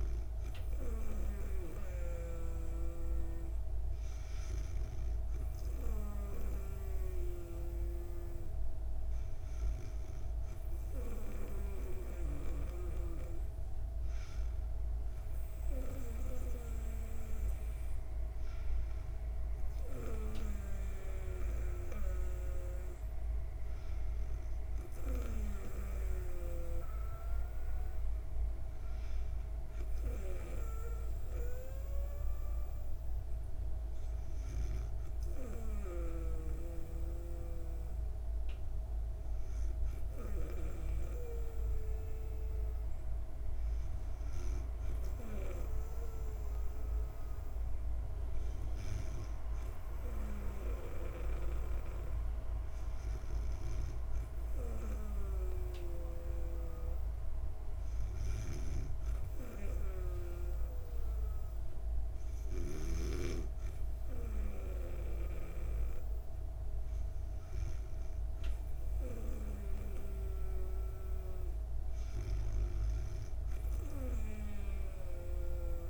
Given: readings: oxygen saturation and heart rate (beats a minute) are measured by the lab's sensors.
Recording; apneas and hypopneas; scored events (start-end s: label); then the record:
breathing in sleep by a room microphone; none
0.00-2.00 s: snoring (device-marked)
21.00-26.00 s: snoring (device-marked)
50.50-62.50 s: snoring (device-marked)
74.50-75.90 s: snoring (device-marked)
From the record:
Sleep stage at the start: N2 (light sleep); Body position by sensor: on the back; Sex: female